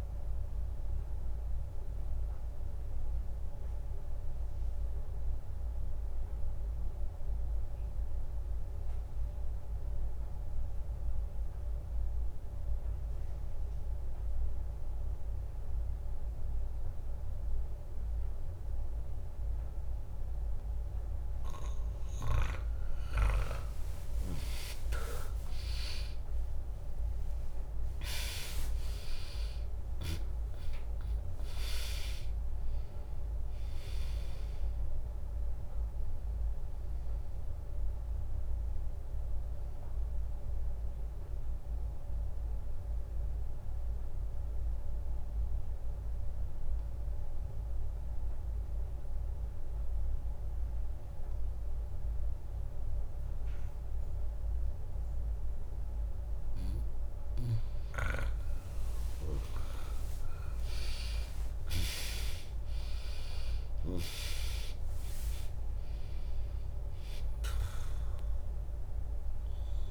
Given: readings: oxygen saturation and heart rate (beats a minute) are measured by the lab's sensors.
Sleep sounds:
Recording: breathing in sleep by a room microphone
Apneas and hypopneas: 2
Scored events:
0.00-11.50 s: oxygen desaturation (device-marked, oxygen 95% lowest, heart rate 61 extreme)
0.50-22.50 s: obstructive apnea (oxygen 100% before, 95% lowest, heart rate 69 before, 61 extreme, up 7 after)
23.00-28.50 s: arousal
25.50-52.50 s: oxygen desaturation (device-marked, oxygen 100% before, 95% lowest, heart rate 69 before, 62 extreme)
26.50-38.50 s: drop in pulse transit time (device-marked, heart rate 69 before, 62 extreme)
37.50-56.00 s: obstructive apnea (oxygen 100% before, 95% lowest, heart rate 67 before, 62 extreme, up 1 after)
58.50-62.50 s: arousal
60.50-69.91 s: drop in pulse transit time (device-marked, heart rate 65 before, 63 extreme)
From the record:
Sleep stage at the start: N2 (light sleep)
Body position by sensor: on the back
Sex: female

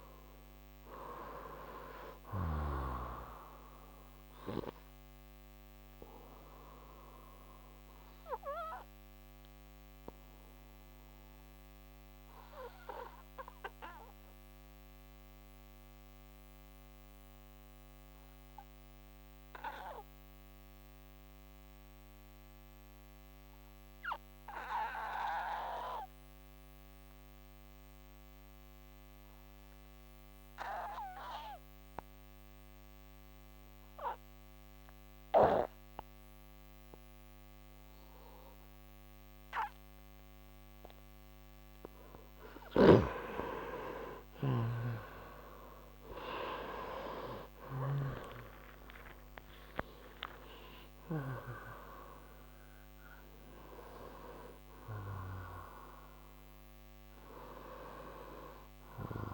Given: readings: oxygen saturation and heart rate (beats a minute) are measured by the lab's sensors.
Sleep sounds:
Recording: breathing in sleep by a microphone on the trachea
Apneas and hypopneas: 1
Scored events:
0.00-3.00 s: snoring (device-marked)
0.00-28.50 s: oxygen desaturation (device-marked, oxygen 89% lowest, heart rate 57 extreme)
6.00-43.00 s: obstructive apnea (oxygen 98% before, 88% lowest, heart rate 71 before, 57 extreme, up 14 after)
46.00-51.00 s: arousal
From the record:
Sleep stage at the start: N2 (light sleep)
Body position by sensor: on the right side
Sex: male

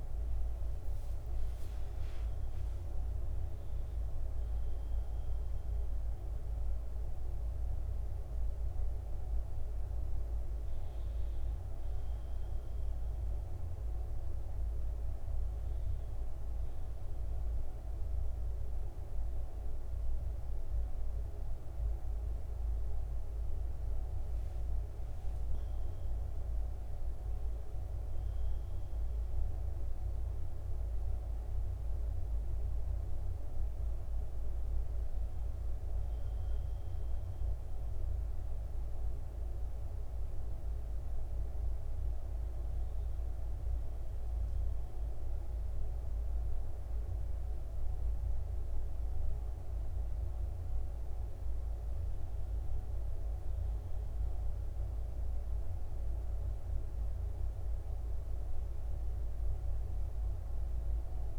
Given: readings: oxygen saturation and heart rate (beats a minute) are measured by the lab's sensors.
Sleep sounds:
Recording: a person partly awake in a sleep study, hard to hear, by a room microphone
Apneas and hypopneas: none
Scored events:
1.00-3.00 s: long interval between heartbeats (device-marked, heart rate 63 before, 73 extreme)
15.50-61.39 s: new sleep stage, N1 (lightest sleep)
From the record:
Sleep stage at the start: awake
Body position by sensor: on the back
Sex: male

